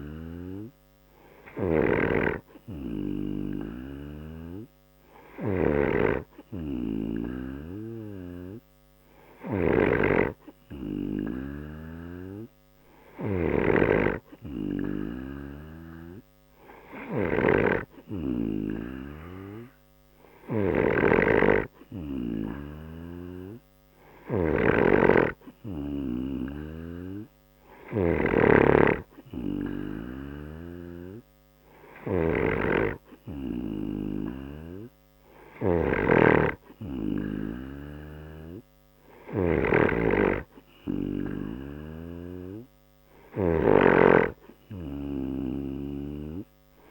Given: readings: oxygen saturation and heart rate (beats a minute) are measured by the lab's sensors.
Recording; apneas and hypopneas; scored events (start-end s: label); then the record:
breathing in sleep by a microphone on the trachea; none
5.00-46.91 s: snoring (device-marked)
From the record:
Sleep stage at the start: N2 (light sleep); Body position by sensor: on the right side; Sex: male